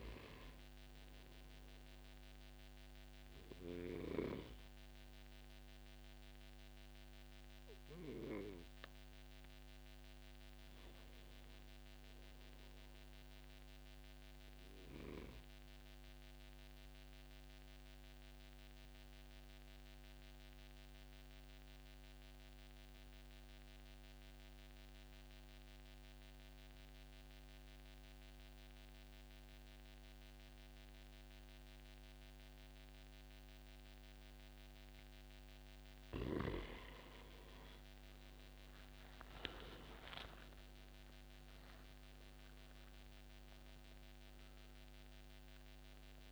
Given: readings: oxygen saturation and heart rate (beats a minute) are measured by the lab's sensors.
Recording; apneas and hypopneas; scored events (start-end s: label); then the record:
breathing in sleep by a microphone on the trachea; 1
4.50-6.50 s: long interval between heartbeats (device-marked, heart rate 144 before, 136 extreme)
14.00-34.50 s: obstructive apnea (oxygen 96% before, 90% lowest, heart rate 135 before, 125 extreme, up 9 after)
34.00-36.00 s: long interval between heartbeats (device-marked, heart rate 144 before, 133 extreme)
35.00-46.32 s: oxygen desaturation (device-marked, oxygen 97% before, 90% lowest, heart rate 144 before, 99 extreme)
36.00-40.00 s: arousal
From the record:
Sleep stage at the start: N2 (light sleep); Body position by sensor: on the back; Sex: male